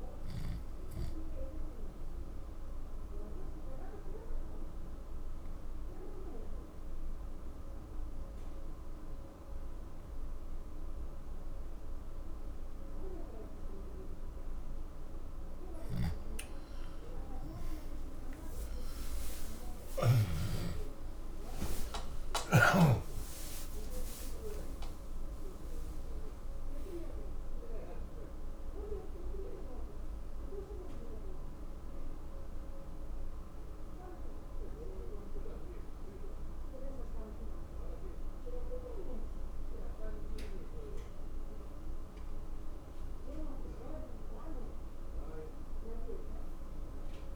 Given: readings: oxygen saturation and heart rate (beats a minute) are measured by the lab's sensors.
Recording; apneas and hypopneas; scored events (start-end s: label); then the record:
breathing in sleep by a room microphone; 1
0.50-16.50 s: obstructive apnea (oxygen 94% before, 89% lowest, heart rate 82 before, 83 extreme, up 16 after)
2.00-13.00 s: oxygen desaturation (device-marked, oxygen 94% before, 89% lowest, heart rate 82 before, 83 extreme)
18.50-24.00 s: arousal
35.00-45.00 s: oxygen desaturation (device-marked, oxygen 92% before, 89% lowest, heart rate 89 before, 81 extreme)
38.00-47.36 s: new sleep stage, N1 (lightest sleep)
From the record:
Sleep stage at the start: N2 (light sleep); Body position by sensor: on the back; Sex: male